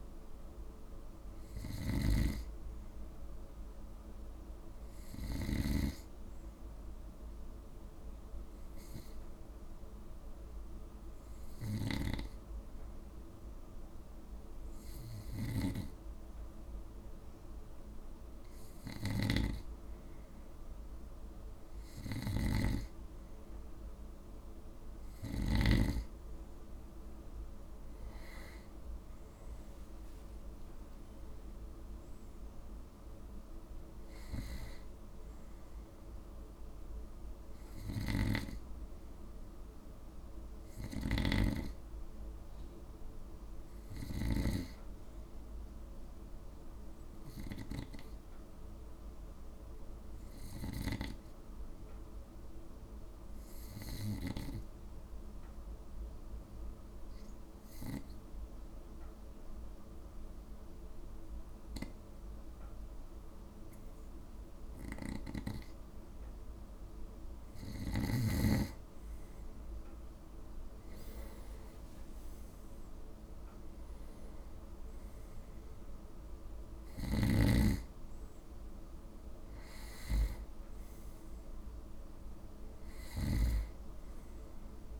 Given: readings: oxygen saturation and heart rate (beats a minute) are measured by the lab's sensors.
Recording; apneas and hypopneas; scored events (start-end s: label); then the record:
breathing in sleep by a room microphone; 2
1.50-6.00 s: snoring (device-marked)
8.50-21.00 s: hypopnea (oxygen 96% before, 93% lowest, heart rate 57 before, 53 extreme, up 5 after)
19.00-25.50 s: snoring (device-marked)
26.50-31.00 s: arousal
38.00-44.50 s: snoring (device-marked)
49.00-65.00 s: obstructive apnea (oxygen 96% before, 92% lowest, heart rate 56 before, 53 extreme, up 5 after)
67.50-70.50 s: arousal
74.00-85.00 s: oxygen desaturation (device-marked, oxygen 96% before, 92% lowest, heart rate 55 before, 55 extreme)
77.00-85.00 s: snoring (device-marked)
From the record:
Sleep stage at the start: N2 (light sleep); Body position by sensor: on the right side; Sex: male